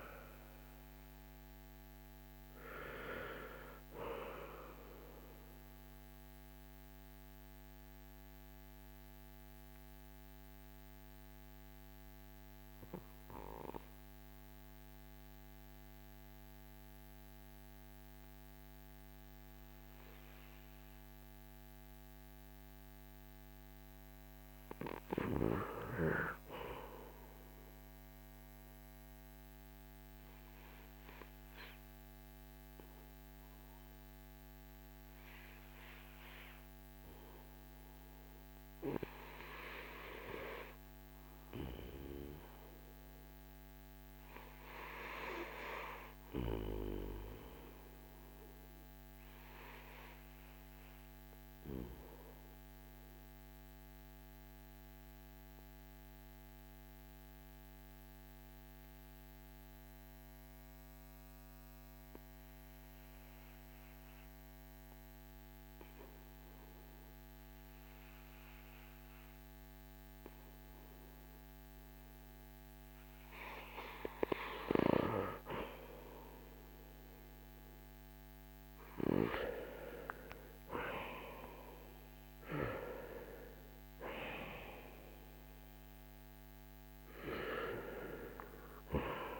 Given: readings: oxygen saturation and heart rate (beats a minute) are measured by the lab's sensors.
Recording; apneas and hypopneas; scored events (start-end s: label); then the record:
breathing in sleep by a microphone on the trachea; 1
0.00-31.50 s: oxygen desaturation (device-marked, oxygen 75% lowest, heart rate 49 extreme)
5.50-74.50 s: mixed apnea (oxygen 93% before, 75% lowest, heart rate 71 before, 46 extreme, up 6 after)
41.50-89.40 s: oxygen desaturation (device-marked, oxygen 99% before, 78% lowest, heart rate 56 before, 42 extreme)
76.50-81.00 s: arousal
From the record:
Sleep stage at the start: N2 (light sleep); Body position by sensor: on the back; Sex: male